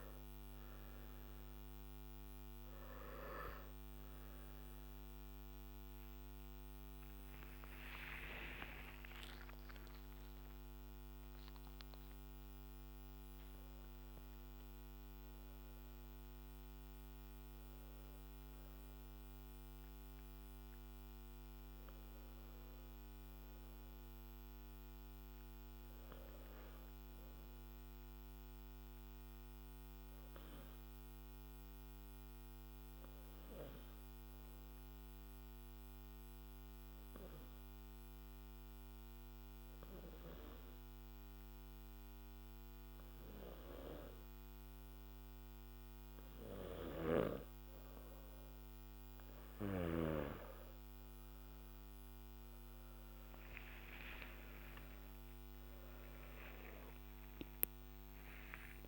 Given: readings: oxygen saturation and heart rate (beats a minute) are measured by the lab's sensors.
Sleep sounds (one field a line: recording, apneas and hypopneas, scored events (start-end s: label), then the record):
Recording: breathing in sleep by a microphone on the trachea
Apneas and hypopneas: 1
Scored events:
0.00-10.00 s: oxygen desaturation (device-marked, oxygen 93% lowest, heart rate 50 extreme)
28.50-47.50 s: obstructive apnea (oxygen 95% before, 91% lowest, heart rate 62 before, 50 extreme, up 15 after)
50.00-58.88 s: oxygen desaturation (device-marked, oxygen 98% before, 91% lowest, heart rate 52 before, 51 extreme)
57.50-58.88 s: long interval between heartbeats (device-marked, heart rate 56 before, 70 extreme)
From the record:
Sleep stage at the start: N1 (lightest sleep)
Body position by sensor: on the back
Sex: male